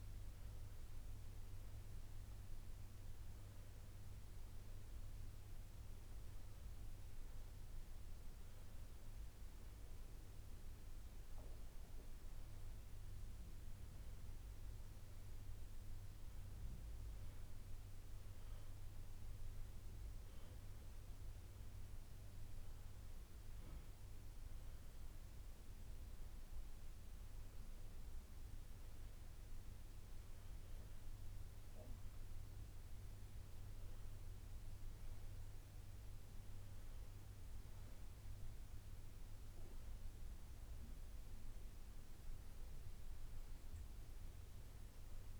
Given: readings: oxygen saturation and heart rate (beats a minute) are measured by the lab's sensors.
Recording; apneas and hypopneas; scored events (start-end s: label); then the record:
breathing in sleep, hard to hear, by a room microphone; none
none scored
From the record:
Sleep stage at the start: N1 (lightest sleep); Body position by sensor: on the back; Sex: male